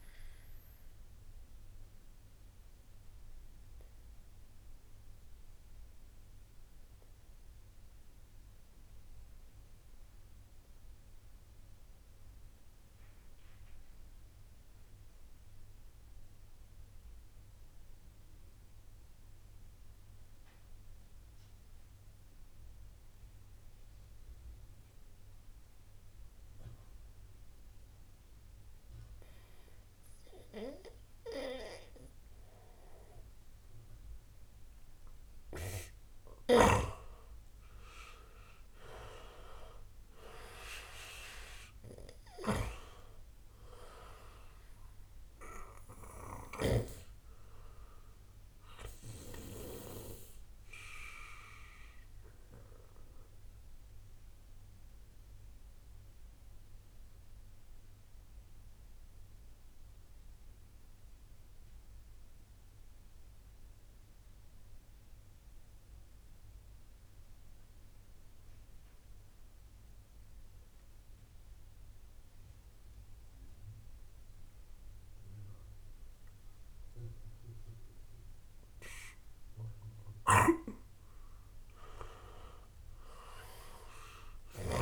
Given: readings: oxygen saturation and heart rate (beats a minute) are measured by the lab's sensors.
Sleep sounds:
breathing in sleep by a room microphone; 2
0.00-3.00 s: oxygen desaturation (device-marked, oxygen 91% lowest, heart rate 54 extreme)
2.00-34.50 s: obstructive apnea (oxygen 97% before, 91% lowest, heart rate 66 before, 48 extreme, up 5 after)
35.00-61.00 s: oxygen desaturation (device-marked, oxygen 97% before, 92% lowest, heart rate 67 before, 48 extreme)
37.50-41.00 s: arousal
42.00-46.50 s: snoring (device-marked)
48.50-79.50 s: obstructive apnea (oxygen 98% before, 90% lowest, heart rate 62 before, 60 extreme, up 40 after)
80.00-84.82 s: oxygen desaturation (device-marked, oxygen 97% before, 90% lowest, heart rate 70 before, 53 extreme)
80.00-84.82 s: snoring (device-marked)
82.50-84.82 s: arousal
From the record:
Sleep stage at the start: N2 (light sleep); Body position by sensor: on the right side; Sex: male

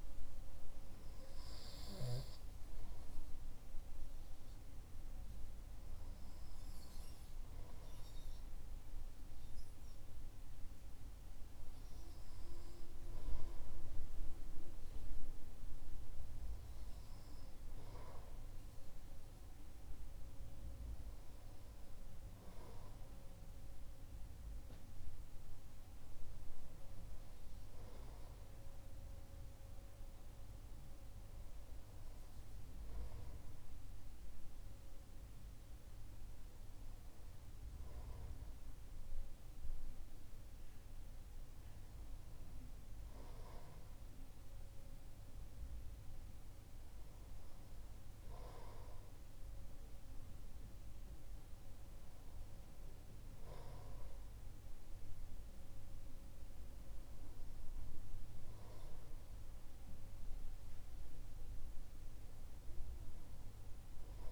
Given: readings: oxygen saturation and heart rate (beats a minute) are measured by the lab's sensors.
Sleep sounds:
breathing in sleep by a room microphone; none
none scored
From the record:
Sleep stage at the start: N2 (light sleep); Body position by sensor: on the right side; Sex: male

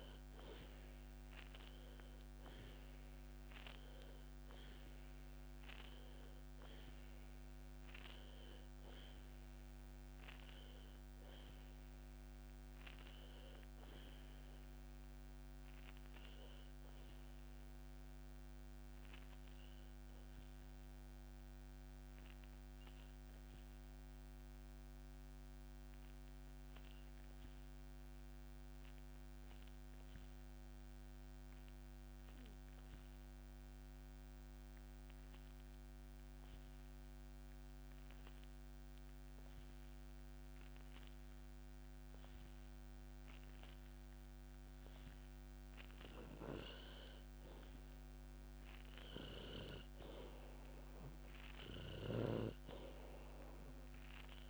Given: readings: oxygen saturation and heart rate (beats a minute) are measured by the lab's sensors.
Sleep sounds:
breathing in sleep by a microphone on the trachea; 1
0.00-5.00 s: arousal
19.50-44.00 s: obstructive apnea (oxygen 97% before, 90% lowest, heart rate 65 before, 62 extreme, up 4 after)
46.50-50.50 s: arousal
50.50-54.50 s: oxygen desaturation (device-marked, oxygen 97% before, 90% lowest, heart rate 64 before, 60 extreme)
From the record:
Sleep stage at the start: N2 (light sleep); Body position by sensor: on the back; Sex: male

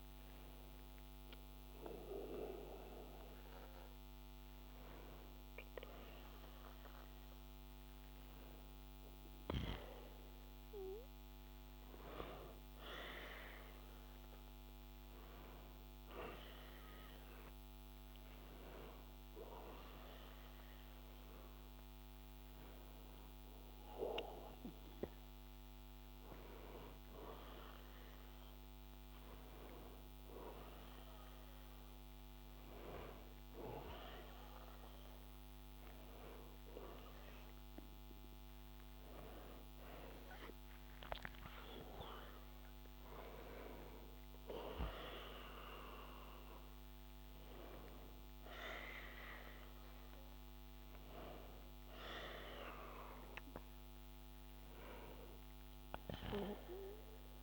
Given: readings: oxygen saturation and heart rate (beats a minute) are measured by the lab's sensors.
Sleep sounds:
a person awake in a sleep study, by a microphone on the trachea; none
none scored
From the record:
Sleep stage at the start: awake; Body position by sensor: on the back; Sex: male

